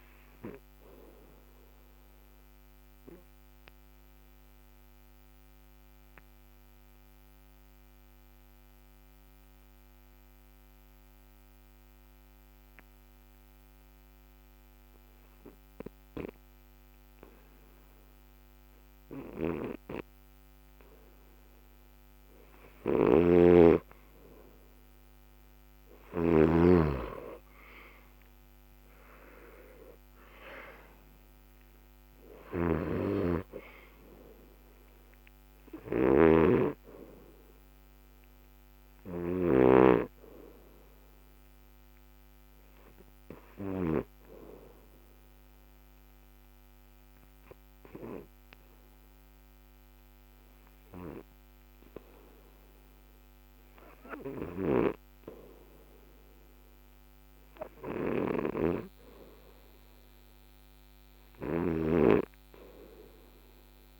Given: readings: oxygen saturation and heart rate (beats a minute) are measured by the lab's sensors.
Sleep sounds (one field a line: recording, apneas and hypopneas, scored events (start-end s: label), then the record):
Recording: breathing in sleep by a microphone on the trachea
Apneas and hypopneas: 2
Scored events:
0.00-11.50 s: oxygen desaturation (device-marked, oxygen 72% lowest, heart rate 54 extreme)
1.00-20.50 s: central apnea (oxygen 88% before, 72% lowest, heart rate 76 before, 61 extreme, up 5 after)
22.50-26.50 s: snoring (device-marked)
23.50-52.50 s: oxygen desaturation (device-marked, oxygen 100% before, 80% lowest, heart rate 69 before, 64 extreme)
24.00-29.50 s: arousal
35.50-39.50 s: snoring (device-marked)
37.50-51.50 s: hypopnea (oxygen 100% before, 80% lowest, heart rate 68 before, 64 extreme)
56.00-60.00 s: arousal
61.50-64.00 s: snoring (device-marked)
From the record:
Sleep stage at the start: REM sleep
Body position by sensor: on the back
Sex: male